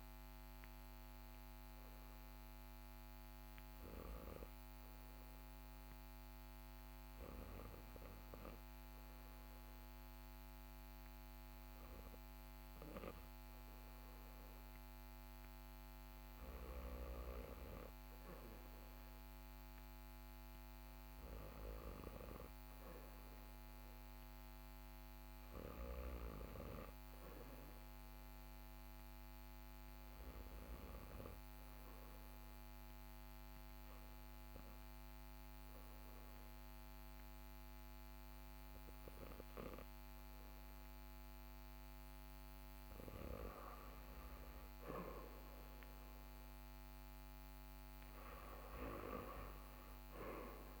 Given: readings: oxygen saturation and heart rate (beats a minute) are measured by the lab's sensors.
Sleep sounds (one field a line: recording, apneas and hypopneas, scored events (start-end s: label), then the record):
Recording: breathing in sleep by a microphone on the trachea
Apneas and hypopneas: none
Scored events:
none scored
From the record:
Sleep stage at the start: REM sleep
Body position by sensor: on the back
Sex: male